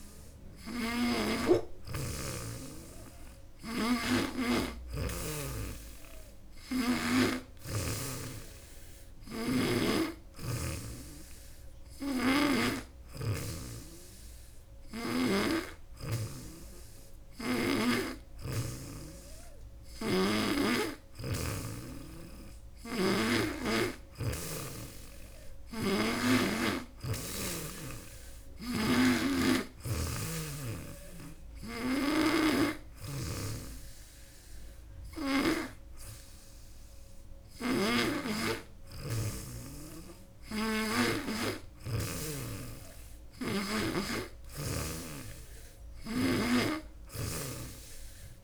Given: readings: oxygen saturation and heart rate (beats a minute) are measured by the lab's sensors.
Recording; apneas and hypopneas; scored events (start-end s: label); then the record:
breathing in sleep by a room microphone; none
0.00-7.00 s: snoring (device-marked)
9.00-12.50 s: snoring (device-marked)
19.50-23.00 s: snoring (device-marked)
25.00-43.50 s: snoring (device-marked)
43.00-48.43 s: new sleep stage, N3 (deep sleep)
From the record:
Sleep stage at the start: N2 (light sleep); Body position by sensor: on the back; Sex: female